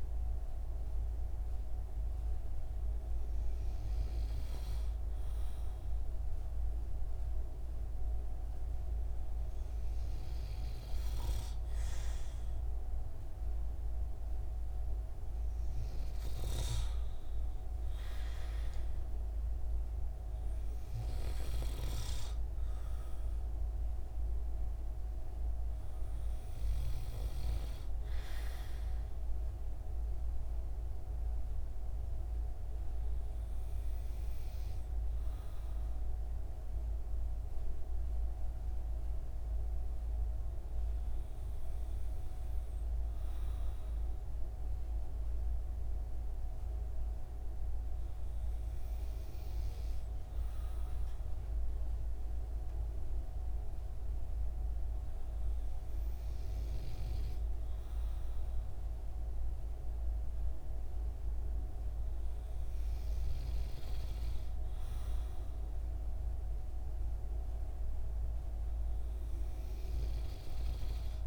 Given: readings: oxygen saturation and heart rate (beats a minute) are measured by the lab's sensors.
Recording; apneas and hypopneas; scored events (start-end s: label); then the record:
breathing in sleep, hard to hear, by a room microphone; none
none scored
From the record:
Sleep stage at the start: N2 (light sleep); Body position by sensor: on the right side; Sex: male